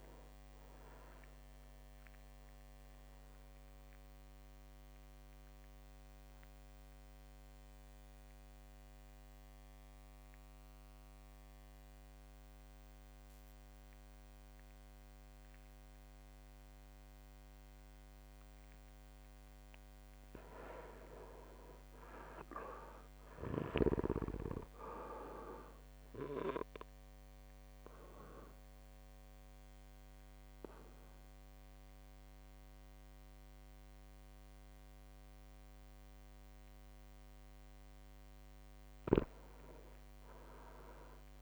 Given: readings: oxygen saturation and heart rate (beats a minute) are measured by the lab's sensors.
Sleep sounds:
breathing in sleep by a microphone on the trachea; 2
0.00-9.00 s: oxygen desaturation (device-marked, oxygen 94% lowest, heart rate 56 extreme)
0.00-12.00 s: drop in pulse transit time (device-marked, heart rate 57 extreme)
3.50-18.00 s: mixed apnea (oxygen 99% before, 96% lowest, heart rate 60 before, 56 extreme, up 5 after)
20.00-23.00 s: arousal
26.00-37.00 s: obstructive apnea (oxygen 100% before, 95% lowest, heart rate 58 before, 56 extreme, up 4 after)
33.00-41.41 s: oxygen desaturation (device-marked, oxygen 100% before, 96% lowest, heart rate 59 before, 56 extreme)
37.00-41.41 s: drop in pulse transit time (device-marked, heart rate 59 before, 56 extreme)
40.00-41.41 s: arousal
From the record:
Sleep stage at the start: REM sleep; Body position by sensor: on the back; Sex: male

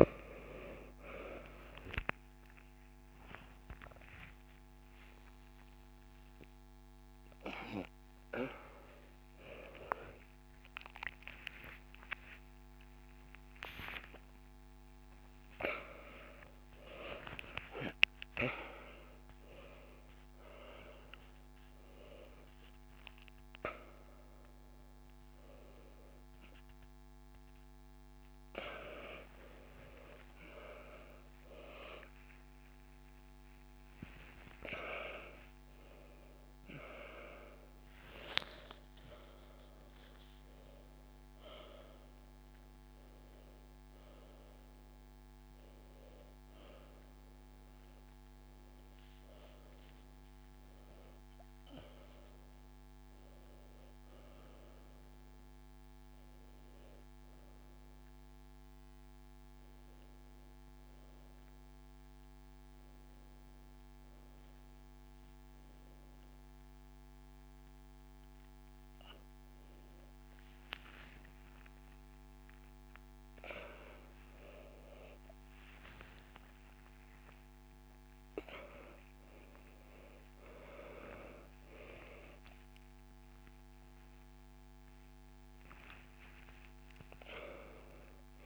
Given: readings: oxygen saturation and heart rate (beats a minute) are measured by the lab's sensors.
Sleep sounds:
a person awake in a sleep study, by a microphone on the trachea; none
1.00-29.00 s: bradycardia (device-marked)
4.50-6.50 s: long interval between heartbeats (device-marked)
34.00-41.00 s: bradycardia (device-marked)
46.00-59.00 s: bradycardia (device-marked)
From the record:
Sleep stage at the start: awake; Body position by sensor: on the back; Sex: female

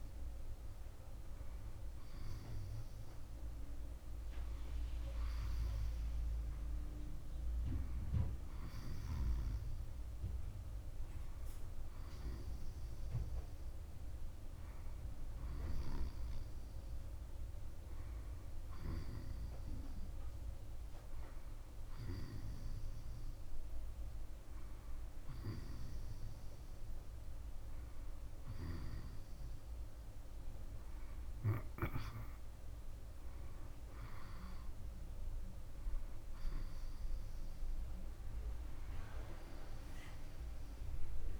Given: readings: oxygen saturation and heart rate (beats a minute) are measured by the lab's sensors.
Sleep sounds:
breathing in sleep by a room microphone; none
none scored
From the record:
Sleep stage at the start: N1 (lightest sleep); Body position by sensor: on the back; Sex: male

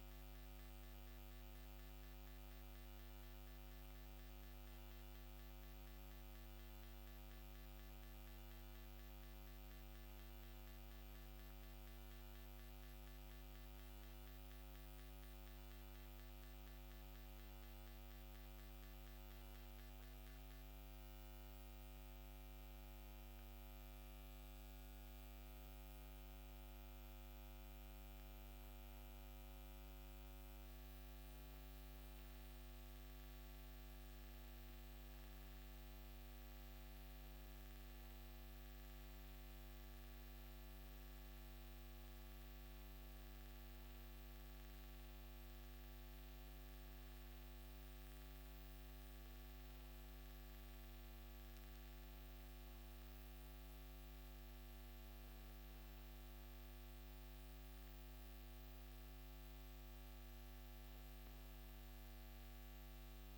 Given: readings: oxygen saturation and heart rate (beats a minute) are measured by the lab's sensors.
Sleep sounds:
breathing in sleep, hard to hear, by a microphone on the trachea; none
8.00-63.38 s: new sleep stage, N2 (light sleep)
From the record:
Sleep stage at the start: N1 (lightest sleep); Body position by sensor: on the back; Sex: female

